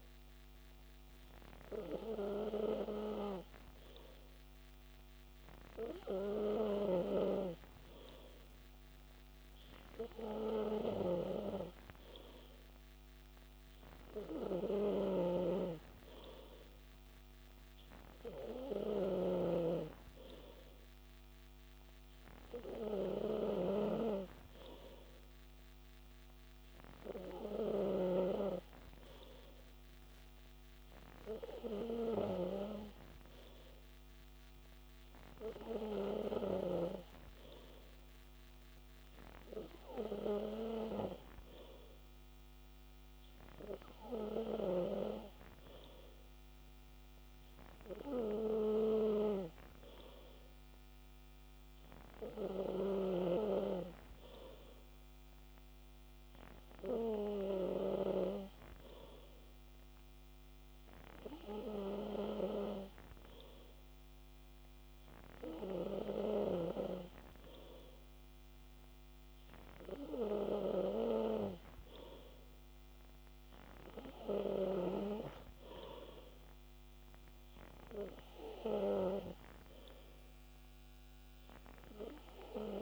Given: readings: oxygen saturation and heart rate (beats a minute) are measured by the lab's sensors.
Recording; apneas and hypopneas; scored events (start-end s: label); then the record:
breathing in sleep by a microphone on the trachea; none
none scored
From the record:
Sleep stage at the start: N2 (light sleep); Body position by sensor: on the back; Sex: male